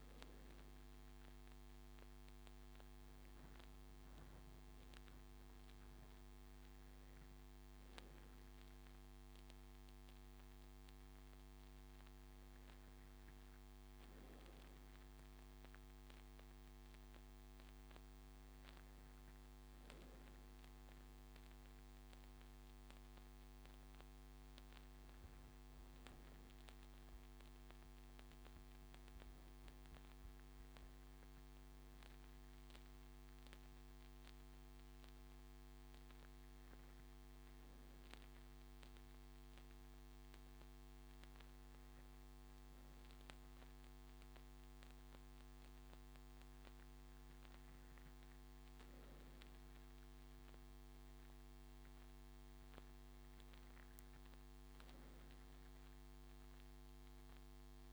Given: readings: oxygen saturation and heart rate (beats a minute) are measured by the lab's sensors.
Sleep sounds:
breathing in sleep, hard to hear, by a microphone on the trachea; none
none scored
From the record:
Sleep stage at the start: N1 (lightest sleep); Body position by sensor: on the front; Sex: male

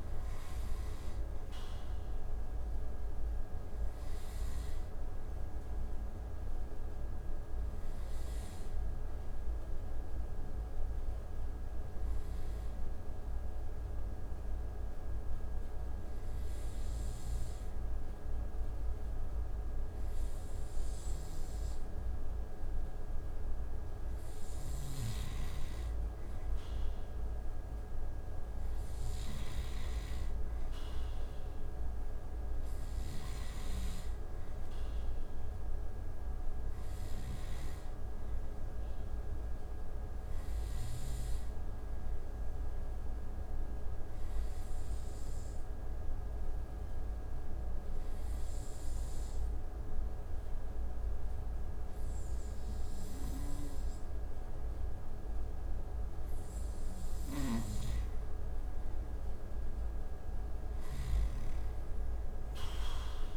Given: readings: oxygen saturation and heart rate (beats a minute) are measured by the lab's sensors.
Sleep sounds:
breathing in sleep, hard to hear, by a room microphone; 2
0.50-20.50 s: oxygen desaturation (device-marked, oxygen 95% before, 90% lowest)
2.50-21.50 s: hypopnea (oxygen 95% before, 89% lowest)
24.50-27.50 s: arousal
30.50-48.50 s: oxygen desaturation (device-marked, oxygen 94% before, 89% lowest)
42.00-56.50 s: obstructive apnea (oxygen 94% before, 88% lowest)
59.00-62.50 s: arousal
From the record:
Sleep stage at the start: N2 (light sleep); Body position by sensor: on the right side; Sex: male

